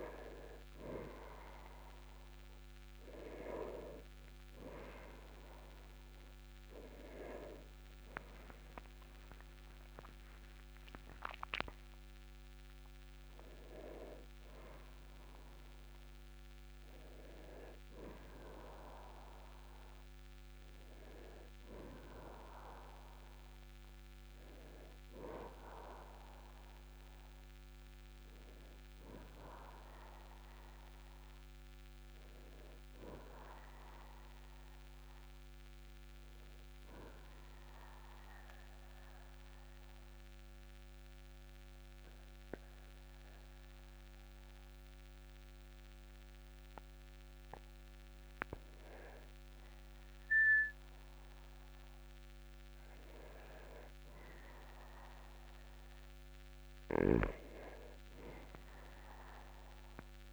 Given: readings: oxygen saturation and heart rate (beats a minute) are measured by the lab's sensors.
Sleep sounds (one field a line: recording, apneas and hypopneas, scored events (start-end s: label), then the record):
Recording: breathing in sleep by a microphone on the trachea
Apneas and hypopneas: 1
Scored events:
26.50-30.50 s: arousal
38.50-48.50 s: obstructive apnea (oxygen 98% before, 97% lowest, heart rate 45 before, 39 extreme, up 14 after)
50.00-53.50 s: arousal
From the record:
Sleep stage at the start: N2 (light sleep)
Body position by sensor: on the back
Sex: male